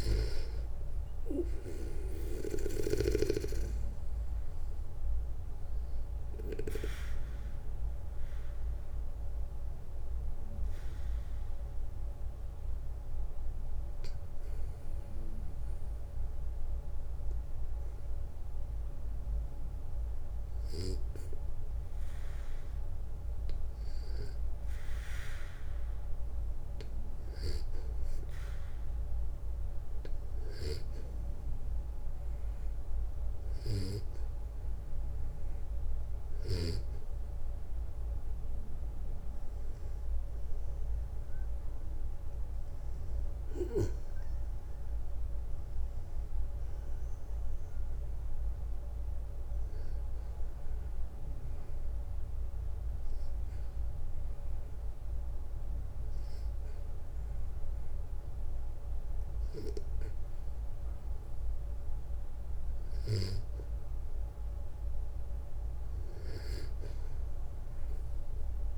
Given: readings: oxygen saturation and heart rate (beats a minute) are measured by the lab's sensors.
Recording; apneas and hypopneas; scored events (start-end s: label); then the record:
breathing in sleep by a room microphone; 2
0.00-1.50 s: snoring (device-marked)
5.50-21.50 s: obstructive apnea (oxygen 96% before, 92% lowest, heart rate 63 before, 56 extreme, up 5 after)
23.00-26.50 s: arousal
35.00-49.00 s: oxygen desaturation (device-marked, oxygen 97% before, 92% lowest, heart rate 59 before, 57 extreme)
41.00-44.50 s: arousal
50.00-61.50 s: obstructive apnea (oxygen 97% before, 91% lowest, heart rate 63 before, 57 extreme, up 5 after)
63.50-67.00 s: arousal
From the record:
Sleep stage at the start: N2 (light sleep); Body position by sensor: on the back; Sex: male